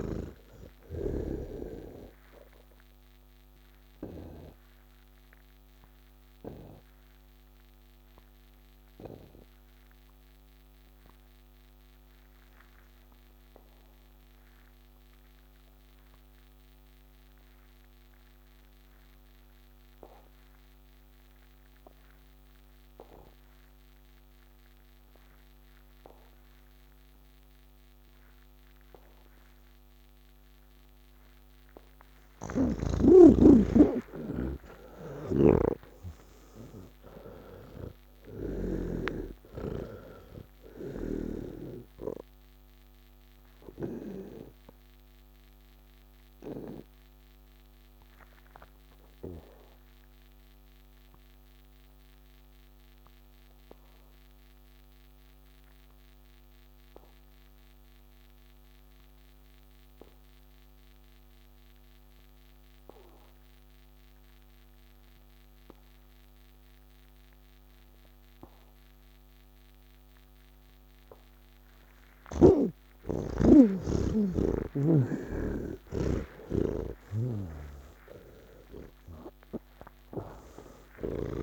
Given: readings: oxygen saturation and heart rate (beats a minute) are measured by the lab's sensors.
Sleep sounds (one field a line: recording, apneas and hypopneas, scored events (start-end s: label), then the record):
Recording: breathing in sleep by a microphone on the trachea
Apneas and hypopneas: 2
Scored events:
0.00-16.50 s: oxygen desaturation (device-marked, oxygen 79% lowest, heart rate 30 extreme)
4.50-31.00 s: obstructive apnea (oxygen 98% before, 79% lowest, heart rate 184 before, 30 extreme, up 49 after)
26.50-41.50 s: oxygen desaturation (device-marked, oxygen 98% before, 84% lowest)
32.50-39.00 s: snoring (device-marked)
43.50-58.50 s: oxygen desaturation (device-marked, oxygen 88% before, 80% lowest)
44.50-71.00 s: obstructive apnea (oxygen 98% before, 80% lowest)
44.50-81.43 s: new sleep stage, N2 (light sleep)
67.50-81.43 s: oxygen desaturation (device-marked, oxygen 99% before, 82% lowest, heart rate 91 before, 67 extreme)
77.50-81.43 s: snoring (device-marked)
From the record:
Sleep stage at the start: N3 (deep sleep)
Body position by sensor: on the back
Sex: male